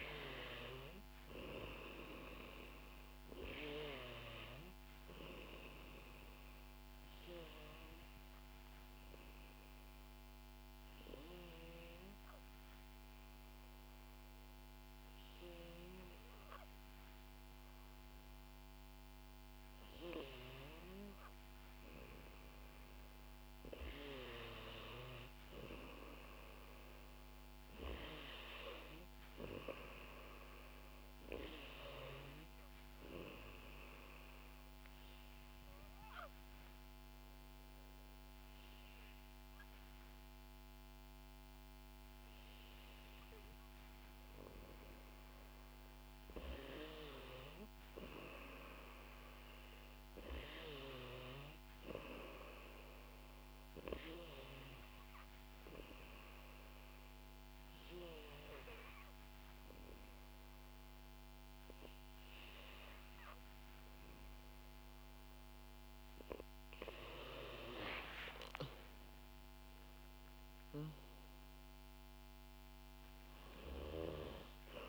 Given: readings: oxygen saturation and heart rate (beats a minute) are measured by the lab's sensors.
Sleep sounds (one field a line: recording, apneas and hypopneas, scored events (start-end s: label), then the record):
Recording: breathing in sleep by a microphone on the trachea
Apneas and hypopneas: 3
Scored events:
1.50-22.50 s: oxygen desaturation (device-marked, oxygen 94% before, 91% lowest, heart rate 61 before, 60 extreme)
7.50-20.50 s: obstructive apnea (oxygen 94% before, 91% lowest, heart rate 62 before, 60 extreme, up 4 after)
25.50-29.00 s: arousal
29.50-46.50 s: oxygen desaturation (device-marked, oxygen 94% before, 91% lowest, heart rate 62 before, 62 extreme)
32.50-45.00 s: obstructive apnea (oxygen 94% before, 91% lowest, heart rate 62 before, 62 extreme, up 1 after)
47.50-51.00 s: arousal
54.50-65.50 s: obstructive apnea (oxygen 94% before, 91% lowest, heart rate 63 before, 60 extreme, up 5 after)
67.50-72.50 s: arousal
From the record:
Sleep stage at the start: N2 (light sleep)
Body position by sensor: on the back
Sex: female